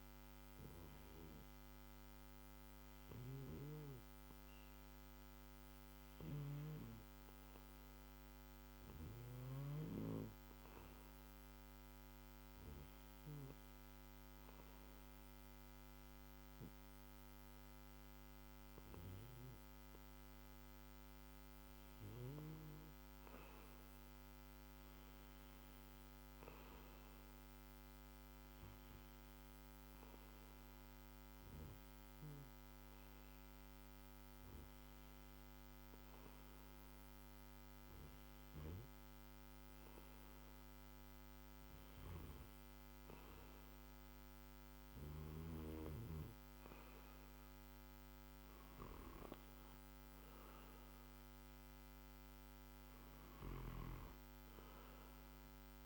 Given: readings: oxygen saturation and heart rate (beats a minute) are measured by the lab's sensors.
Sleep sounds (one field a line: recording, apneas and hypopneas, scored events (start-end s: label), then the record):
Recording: breathing in sleep, hard to hear, by a microphone on the trachea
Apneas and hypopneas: 1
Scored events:
0.50-18.50 s: hypopnea (oxygen 95% before, 91% lowest, heart rate 51 before, 51 extreme, up 3 after)
21.00-24.50 s: arousal
21.00-33.00 s: oxygen desaturation (device-marked, oxygen 96% before, 92% lowest, heart rate 52 before, 54 extreme)
38.00-52.00 s: oxygen desaturation (device-marked, oxygen 94% before, 91% lowest, heart rate 55 before, 58 extreme)
From the record:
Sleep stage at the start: REM sleep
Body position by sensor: on the back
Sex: male